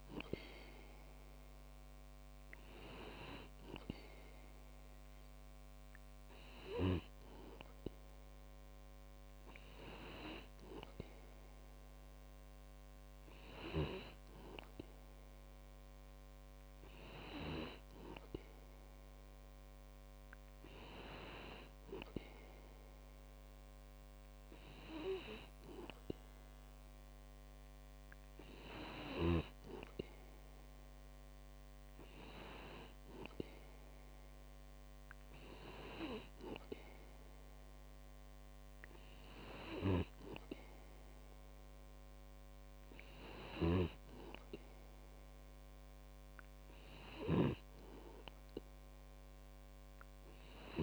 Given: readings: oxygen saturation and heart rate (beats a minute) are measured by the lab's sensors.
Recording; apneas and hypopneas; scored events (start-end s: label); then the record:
breathing in sleep by a microphone on the trachea; none
none scored
From the record:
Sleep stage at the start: N2 (light sleep); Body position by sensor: on the back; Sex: male